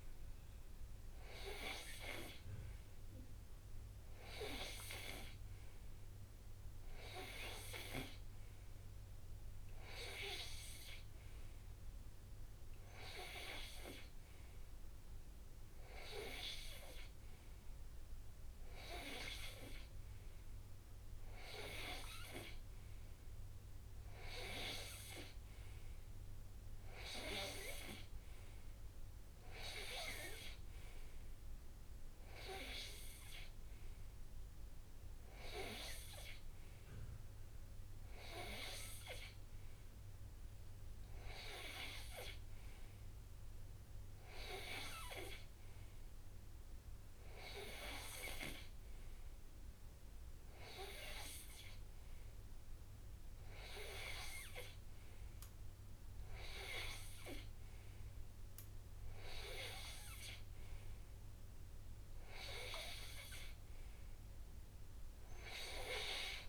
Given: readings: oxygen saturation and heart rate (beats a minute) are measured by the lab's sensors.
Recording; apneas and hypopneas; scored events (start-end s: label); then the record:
breathing in sleep by a room microphone; none
0.50-60.50 s: new sleep stage, N3 (deep sleep)
42.50-44.50 s: long interval between heartbeats (device-marked, heart rate 67 before, 78 extreme)
55.50-57.50 s: long interval between heartbeats (device-marked, heart rate 70 before, 77 extreme)
60.50-66.49 s: new sleep stage, N2 (light sleep)
From the record:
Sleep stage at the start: N2 (light sleep); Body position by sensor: on the right side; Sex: male